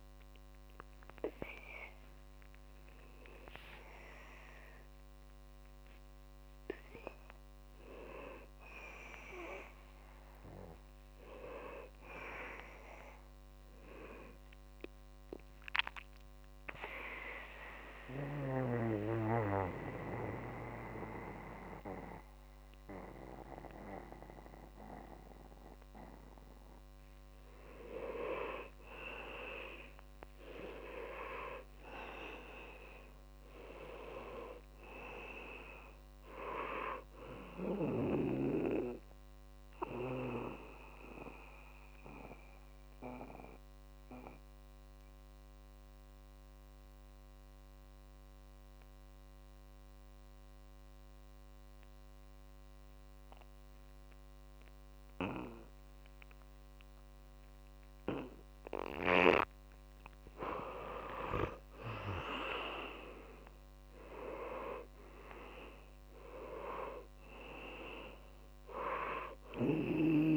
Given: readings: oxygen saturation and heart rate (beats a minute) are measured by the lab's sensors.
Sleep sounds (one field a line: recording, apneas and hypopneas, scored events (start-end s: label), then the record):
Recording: breathing in sleep by a microphone on the trachea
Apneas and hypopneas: 2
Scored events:
0.00-4.50 s: tachycardia (device-marked, heart rate 160 extreme)
0.00-14.50 s: oxygen desaturation (device-marked, oxygen 89% lowest, heart rate 59 extreme)
10.50-14.50 s: arousal
16.00-28.00 s: central apnea (oxygen 98% before, 88% lowest, heart rate 109 before, 59 extreme, up 19 after)
30.00-34.00 s: arousal
36.50-51.50 s: oxygen desaturation (device-marked, oxygen 98% before, 93% lowest, heart rate 74 before, 56 extreme)
39.00-59.50 s: mixed apnea (oxygen 100% before, 88% lowest, heart rate 72 before, 56 extreme, up 8 after)
61.50-65.50 s: arousal
64.50-70.37 s: oxygen desaturation (device-marked, oxygen 99% before, 88% lowest, heart rate 60 before, 56 extreme)
From the record:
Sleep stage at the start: N2 (light sleep)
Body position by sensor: on the back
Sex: male